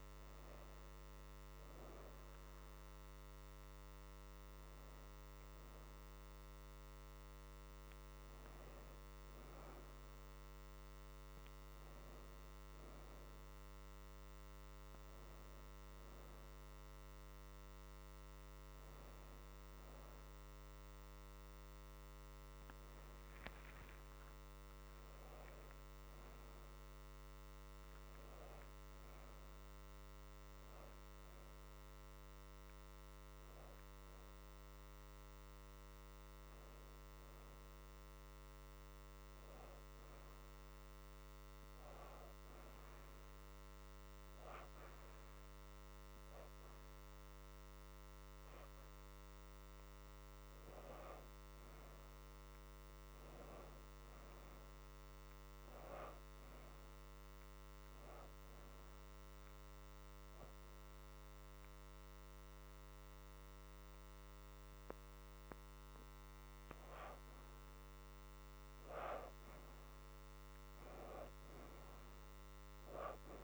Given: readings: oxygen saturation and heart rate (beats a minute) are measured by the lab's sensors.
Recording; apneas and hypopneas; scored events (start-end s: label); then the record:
breathing in sleep, hard to hear, by a microphone on the trachea; 1
1.00-61.00 s: new sleep stage, N1 (lightest sleep)
2.00-19.00 s: oxygen desaturation (device-marked, oxygen 80% before, 68% lowest, heart rate 83 before, 78 extreme)
24.00-28.50 s: arousal
41.00-51.50 s: hypopnea (oxygen 85% before, 65% lowest, heart rate 81 before, 79 extreme, up 9 after)
47.00-71.00 s: oxygen desaturation (device-marked, oxygen 86% before, 75% lowest, heart rate 81 before, 79 extreme)
53.50-57.50 s: arousal
61.00-73.44 s: new sleep stage, N2 (light sleep)
From the record:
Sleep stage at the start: N2 (light sleep); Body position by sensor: on the back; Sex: female